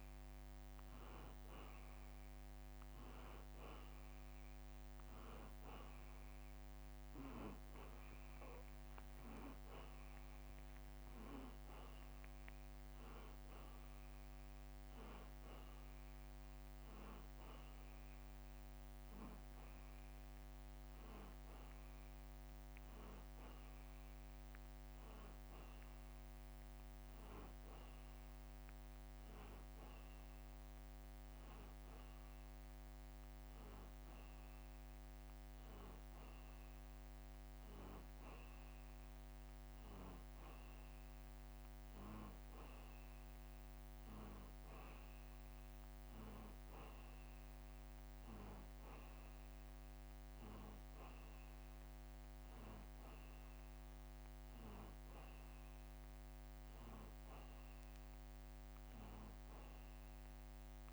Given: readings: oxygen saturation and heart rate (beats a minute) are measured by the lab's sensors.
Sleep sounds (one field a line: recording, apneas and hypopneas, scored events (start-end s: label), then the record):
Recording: a person partly awake in a sleep study, hard to hear, by a microphone on the trachea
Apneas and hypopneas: none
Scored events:
9.50-11.50 s: long interval between heartbeats (device-marked, heart rate 55 before, 25 extreme)
30.00-60.93 s: new sleep stage, N1 (lightest sleep)
From the record:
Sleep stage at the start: awake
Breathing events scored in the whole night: 252 in 4.2 hours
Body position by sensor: on the back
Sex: male